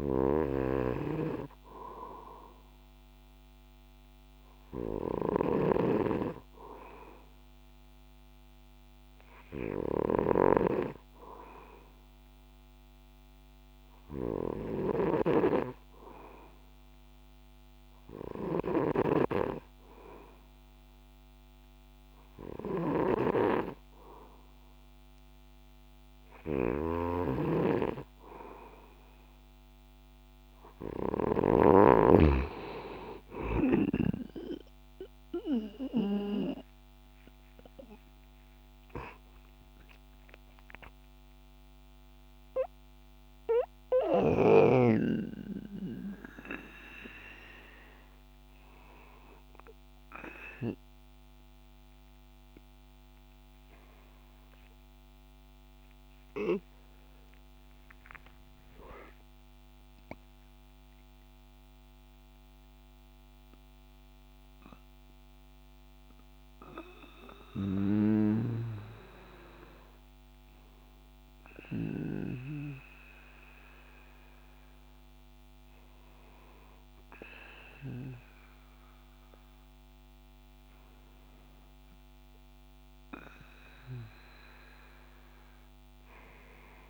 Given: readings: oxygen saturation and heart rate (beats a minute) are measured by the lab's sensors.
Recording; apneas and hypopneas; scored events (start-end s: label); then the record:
breathing in sleep by a microphone on the trachea; 1
0.00-31.50 s: snoring (device-marked)
36.50-40.50 s: arousal
41.00-71.00 s: new sleep stage, N1 (lightest sleep)
58.50-70.00 s: central apnea (oxygen 99% before, 96% lowest, heart rate 70 before, 60 extreme, up 7 after)
68.00-72.00 s: snoring (device-marked)
71.00-74.50 s: arousal
71.00-86.89 s: new sleep stage, N2 (light sleep)
From the record:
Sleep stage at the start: N2 (light sleep); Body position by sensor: on the back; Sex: male